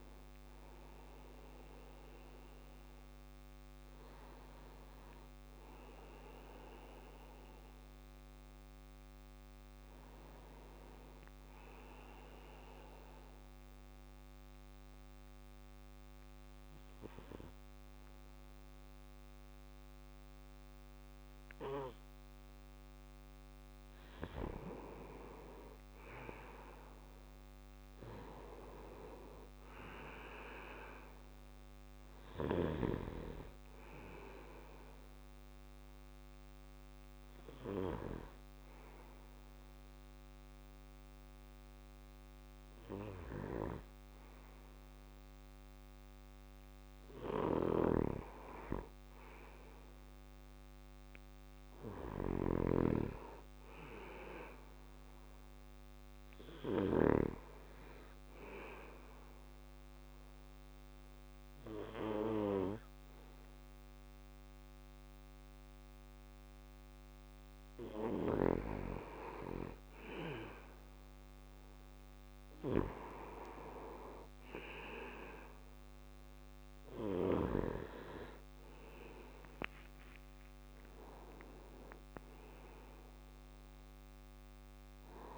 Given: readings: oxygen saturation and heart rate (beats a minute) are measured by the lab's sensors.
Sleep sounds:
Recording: breathing in sleep by a microphone on the trachea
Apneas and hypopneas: 3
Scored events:
0.00-1.00 s: arousal
11.00-22.50 s: obstructive apnea (oxygen 97% before, 94% lowest, heart rate 67 before, 62 extreme, up 2 after)
25.00-27.50 s: arousal
27.00-42.00 s: oxygen desaturation (device-marked, oxygen 97% before, 94% lowest, heart rate 64 before, 61 extreme)
33.00-44.00 s: hypopnea (oxygen 97% before, 94% lowest, heart rate 64 before, 61 extreme, up 3 after)
47.50-51.00 s: arousal
55.00-67.00 s: obstructive apnea (oxygen 97% before, 94% lowest, heart rate 65 before, 62 extreme, up 3 after)
74.50-79.00 s: arousal
80.00-85.38 s: drop in pulse transit time (device-marked, heart rate 63 before, 62 extreme)
From the record:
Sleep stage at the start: N2 (light sleep)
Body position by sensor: on the back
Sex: male

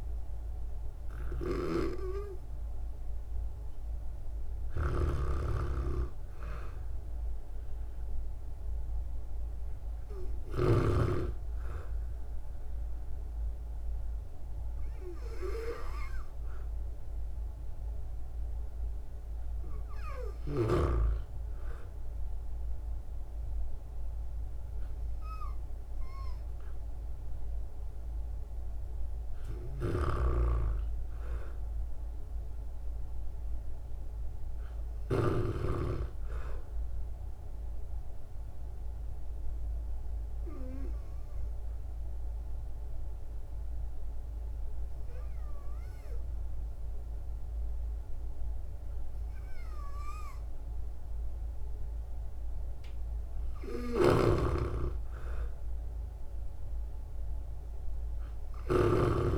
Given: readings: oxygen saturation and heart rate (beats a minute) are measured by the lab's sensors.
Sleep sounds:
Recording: breathing in sleep by a room microphone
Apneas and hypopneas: 1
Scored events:
0.00-12.50 s: oxygen desaturation (device-marked, oxygen 88% lowest, heart rate 56 extreme)
4.50-11.00 s: snoring (device-marked)
28.00-31.00 s: arousal
29.50-35.50 s: snoring (device-marked)
37.00-52.00 s: obstructive apnea (oxygen 97% before, 82% lowest, heart rate 58 before, 54 extreme, up 5 after)
52.50-59.38 s: oxygen desaturation (device-marked, oxygen 97% before, 92% lowest, heart rate 56 before, 50 extreme)
53.50-59.38 s: snoring (device-marked)
54.00-58.00 s: arousal
From the record:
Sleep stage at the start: REM sleep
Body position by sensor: on the back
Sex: female

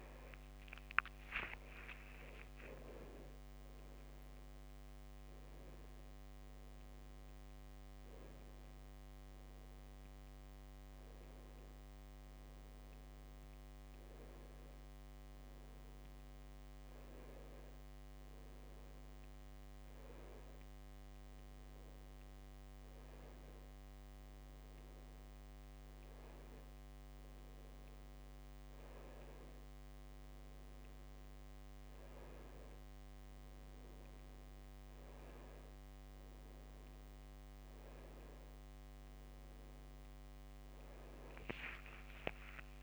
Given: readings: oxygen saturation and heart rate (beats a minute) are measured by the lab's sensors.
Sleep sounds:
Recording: a person awake in a sleep study, by a microphone on the trachea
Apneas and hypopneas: none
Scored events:
none scored
From the record:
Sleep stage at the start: awake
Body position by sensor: on the back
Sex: male

